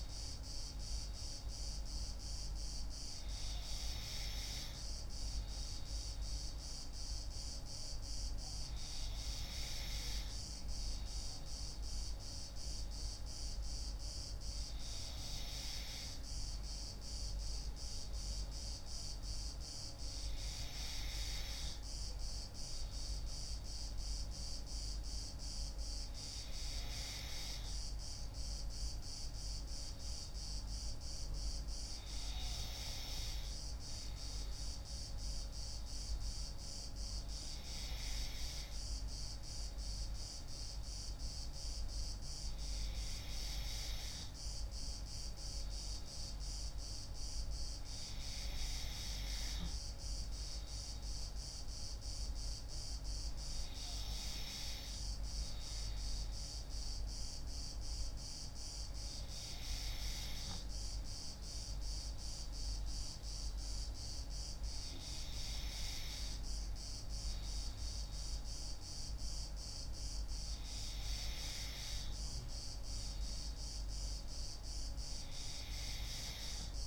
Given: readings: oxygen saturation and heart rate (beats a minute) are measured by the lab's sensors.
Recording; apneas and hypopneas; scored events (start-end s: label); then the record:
breathing in sleep by a room microphone; none
none scored
From the record:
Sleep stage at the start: N2 (light sleep); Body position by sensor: on the left side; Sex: female